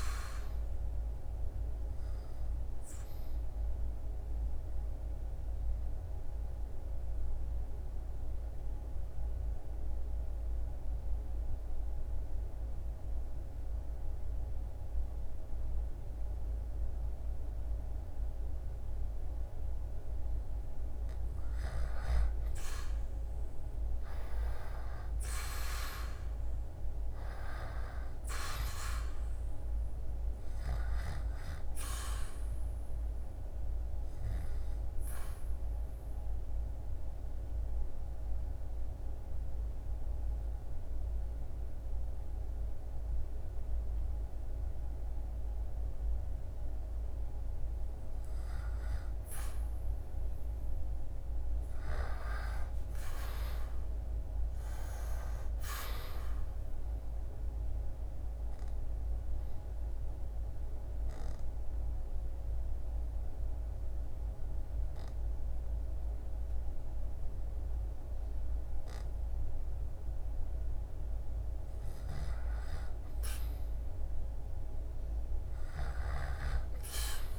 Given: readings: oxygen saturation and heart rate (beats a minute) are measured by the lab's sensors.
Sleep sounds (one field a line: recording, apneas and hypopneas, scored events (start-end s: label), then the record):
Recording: breathing in sleep by a room microphone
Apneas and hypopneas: 3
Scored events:
0.00-15.50 s: oxygen desaturation (device-marked, oxygen 93% lowest, heart rate 71 extreme)
1.00-19.00 s: obstructive apnea (oxygen 98% before, 93% lowest, heart rate 72 before, 71 extreme, up 8 after)
21.50-25.00 s: arousal
28.50-46.50 s: oxygen desaturation (device-marked, oxygen 98% before, 93% lowest, heart rate 74 before, 66 extreme)
32.00-46.00 s: obstructive apnea (oxygen 98% before, 93% lowest, heart rate 75 before, 66 extreme, up 8 after)
48.00-51.50 s: arousal
56.50-71.00 s: obstructive apnea (oxygen 98% before, 93% lowest, heart rate 75 before, 66 extreme, up 10 after)
57.50-74.50 s: oxygen desaturation (device-marked, oxygen 98% before, 94% lowest, heart rate 75 before, 66 extreme)
71.00-77.39 s: snoring (device-marked)
75.00-77.39 s: arousal
From the record:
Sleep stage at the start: REM sleep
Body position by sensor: on the back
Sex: male